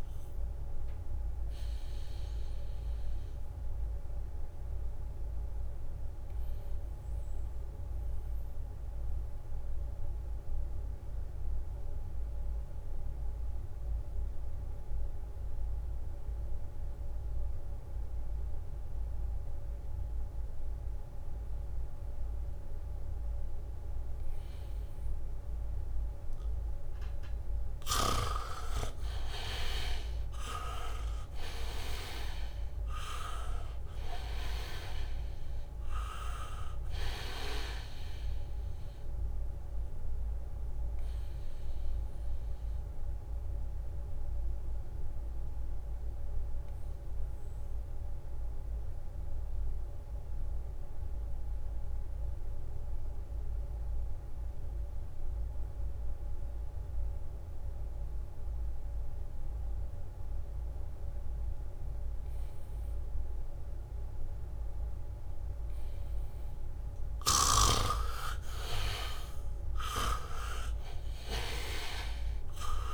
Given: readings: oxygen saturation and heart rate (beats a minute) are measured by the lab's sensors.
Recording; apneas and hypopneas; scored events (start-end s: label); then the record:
breathing in sleep by a room microphone; 2
0.00-1.50 s: leg movement (device-marked)
0.00-23.00 s: oxygen desaturation (device-marked, oxygen 79% lowest, heart rate 66 extreme)
4.50-26.50 s: obstructive apnea (oxygen 98% before, 76% lowest, heart rate 69 before, 66 extreme, up 4 after)
25.00-52.00 s: oxygen desaturation (device-marked, oxygen 98% before, 78% lowest, heart rate 70 before, 64 extreme)
28.00-31.00 s: arousal
28.00-32.50 s: leg movement (device-marked)
33.00-41.00 s: leg movement (device-marked)
42.00-65.50 s: mixed apnea (oxygen 98% before, 76% lowest, heart rate 70 before, 64 extreme)
54.00-63.00 s: leg movement (device-marked)
59.00-72.94 s: oxygen desaturation (device-marked, oxygen 99% before, 76% lowest, heart rate 74 before, 63 extreme)
68.00-69.50 s: leg movement (device-marked)
From the record:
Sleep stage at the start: N2 (light sleep); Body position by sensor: on the back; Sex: male